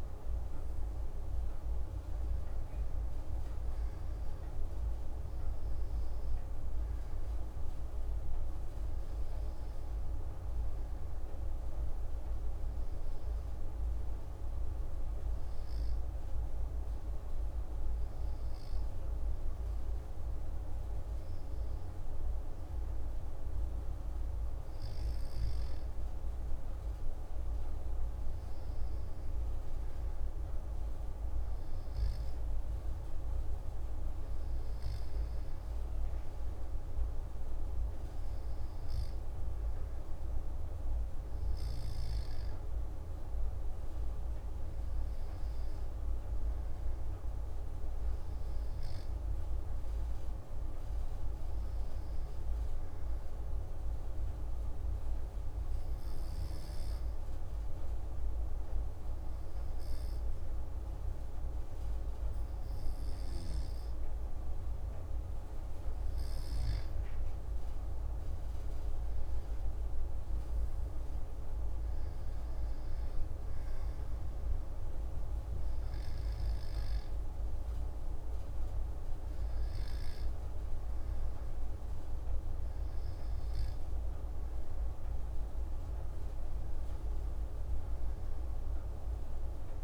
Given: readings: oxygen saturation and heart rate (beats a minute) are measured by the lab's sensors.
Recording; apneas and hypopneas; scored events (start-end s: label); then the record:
breathing in sleep, hard to hear, by a room microphone; 2
8.00-25.00 s: hypopnea (oxygen 97% before, 92% lowest)
26.50-31.00 s: arousal
53.50-65.50 s: obstructive apnea (oxygen 96% before, 92% lowest)
67.50-71.50 s: arousal
74.00-84.00 s: oxygen desaturation (device-marked, oxygen 95% before, 92% lowest)
From the record:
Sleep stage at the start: N2 (light sleep); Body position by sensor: on the back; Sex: male